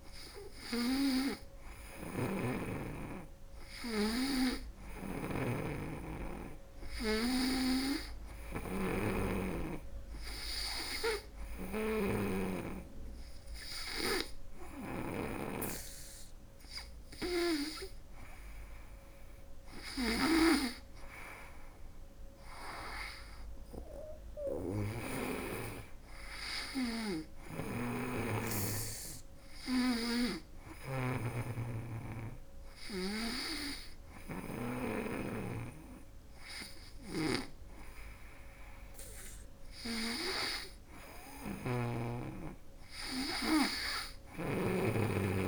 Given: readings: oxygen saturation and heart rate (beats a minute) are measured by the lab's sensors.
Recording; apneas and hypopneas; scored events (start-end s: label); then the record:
breathing in sleep by a room microphone; none
0.00-14.50 s: snoring (device-marked)
24.00-34.00 s: snoring (device-marked)
43.50-45.48 s: snoring (device-marked)
From the record:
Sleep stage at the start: N2 (light sleep); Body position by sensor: on the back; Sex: female